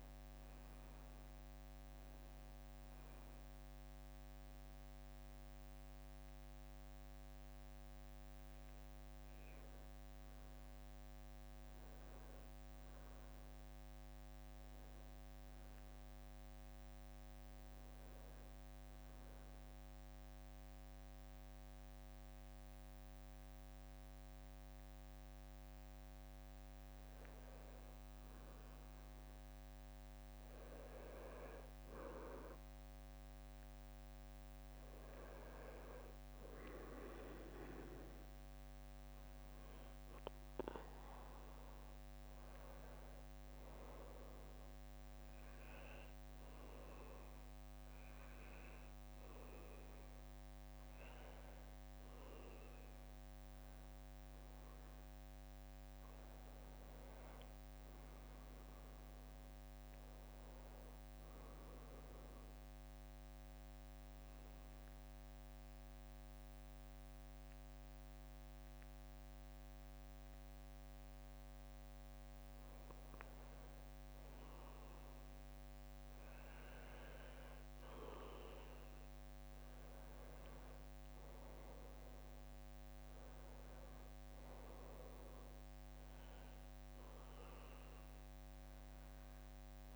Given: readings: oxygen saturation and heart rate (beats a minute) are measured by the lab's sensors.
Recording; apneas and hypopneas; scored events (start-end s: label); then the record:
a person partly awake in a sleep study, hard to hear, by a microphone on the trachea; 3
3.50-89.96 s: new sleep stage, N2 (light sleep)
19.00-29.00 s: mixed apnea (oxygen 98% before, 93% lowest, heart rate 59 before, 58 extreme, up 7 after)
20.50-50.50 s: oxygen desaturation (device-marked, oxygen 98% before, 93% lowest, heart rate 59 before, 58 extreme)
31.50-35.50 s: arousal
45.00-56.00 s: hypopnea (oxygen 98% before, 93% lowest, heart rate 63 before, 61 extreme, up 3 after)
58.00-61.50 s: arousal
63.50-73.50 s: obstructive apnea (oxygen 95% before, 93% lowest, heart rate 65 before, 59 extreme, up 5 after)
75.00-79.00 s: arousal
From the record:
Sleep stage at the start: awake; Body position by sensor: on the back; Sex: male